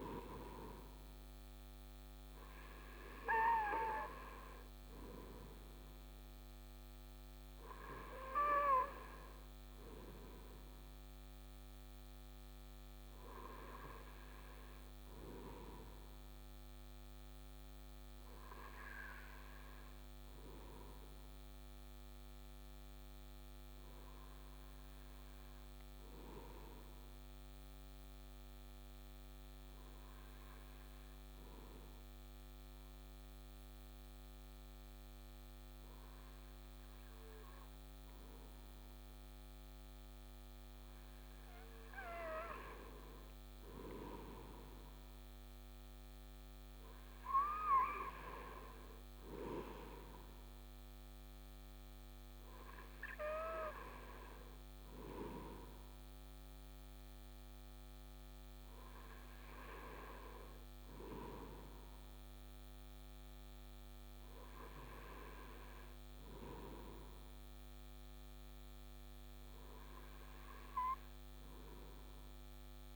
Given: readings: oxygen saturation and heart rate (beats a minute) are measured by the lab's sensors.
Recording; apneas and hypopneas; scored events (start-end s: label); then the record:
breathing in sleep by a microphone on the trachea; 1
23.50-40.50 s: obstructive apnea (oxygen 97% before, 96% lowest, heart rate 52 before, 50 extreme, up 2 after)
43.00-47.00 s: arousal
From the record:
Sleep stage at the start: N2 (light sleep); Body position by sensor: on the right side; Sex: male